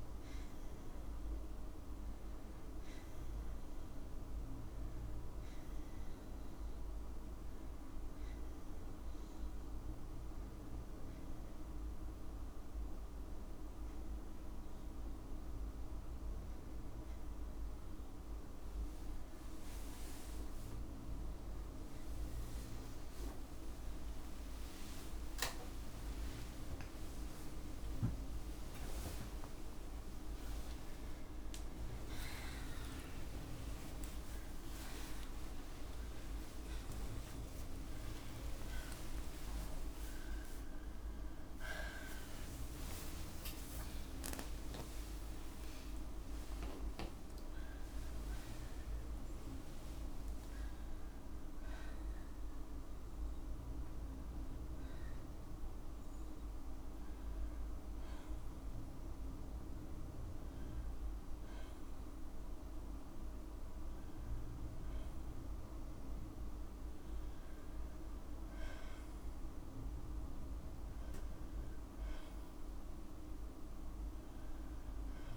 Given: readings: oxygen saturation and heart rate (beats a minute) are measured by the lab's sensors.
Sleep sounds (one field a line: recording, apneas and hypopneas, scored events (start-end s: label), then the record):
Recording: a person partly awake in a sleep study, hard to hear, by a room microphone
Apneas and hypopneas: none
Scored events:
20.00-46.00 s: oxygen desaturation (device-marked, oxygen 96% before, 91% lowest)
21.00-55.00 s: tachycardia (device-marked, heart rate 61 before, 189 extreme)
22.50-24.50 s: long interval between heartbeats (device-marked, heart rate 54 before, 70 extreme)
24.50-26.50 s: long interval between heartbeats (device-marked, heart rate 57 before, 120 extreme)
25.00-55.00 s: new sleep stage, awake
28.50-30.50 s: long interval between heartbeats (device-marked, heart rate 75 before, 167 extreme)
32.00-34.00 s: long interval between heartbeats (device-marked, heart rate 97 before, 149 extreme)
35.50-37.50 s: long interval between heartbeats (device-marked, heart rate 112 before, 165 extreme)
37.50-39.50 s: long interval between heartbeats (device-marked, heart rate 123 before, 137 extreme)
39.50-41.50 s: long interval between heartbeats (device-marked, heart rate 132 before, 129 extreme)
42.00-44.00 s: long interval between heartbeats (device-marked, heart rate 143 before, 119 extreme)
44.00-46.00 s: long interval between heartbeats (device-marked, heart rate 148 before, 119 extreme)
46.00-48.00 s: long interval between heartbeats (device-marked, heart rate 147 before, 108 extreme)
48.00-50.00 s: long interval between heartbeats (device-marked, heart rate 143 before, 108 extreme)
55.00-75.37 s: new sleep stage, N1 (lightest sleep)
66.50-68.50 s: long interval between heartbeats (device-marked, heart rate 76 before, 67 extreme)
From the record:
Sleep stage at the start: N2 (light sleep)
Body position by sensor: on the back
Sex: female